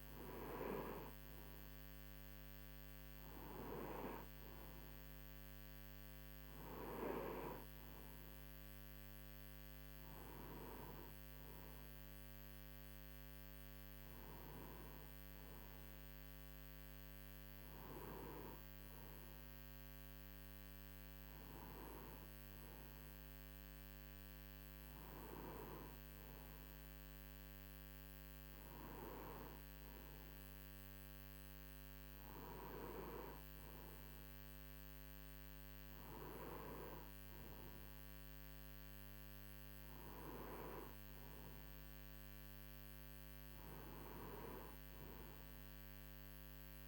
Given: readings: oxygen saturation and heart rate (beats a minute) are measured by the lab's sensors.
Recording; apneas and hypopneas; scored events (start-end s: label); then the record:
breathing in sleep by a microphone on the trachea; none
none scored
From the record:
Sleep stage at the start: N2 (light sleep); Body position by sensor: on the right side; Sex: male